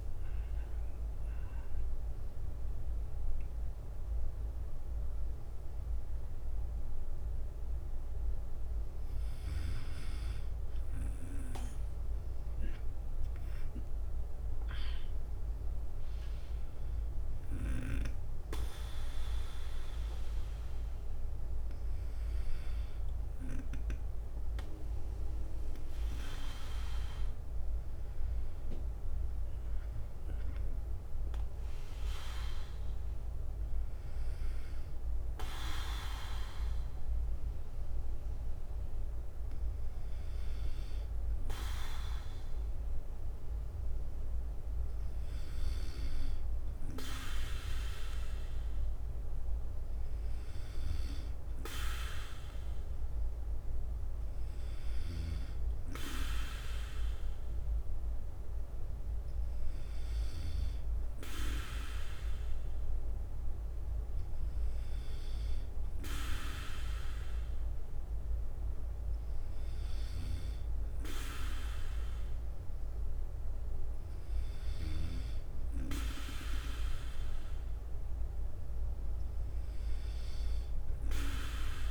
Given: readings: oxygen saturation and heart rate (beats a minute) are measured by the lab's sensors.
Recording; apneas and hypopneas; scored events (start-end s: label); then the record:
breathing in sleep by a room microphone; none
0.00-6.50 s: drop in pulse transit time (device-marked, heart rate 66 extreme)
20.50-27.50 s: bradycardia (device-marked, heart rate 60 before, 56 extreme)
32.50-46.50 s: bradycardia (device-marked, heart rate 60 before, 56 extreme)
53.50-78.50 s: bradycardia (device-marked, heart rate 60 before, 57 extreme)
From the record:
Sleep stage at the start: N2 (light sleep); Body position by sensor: on the back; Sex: male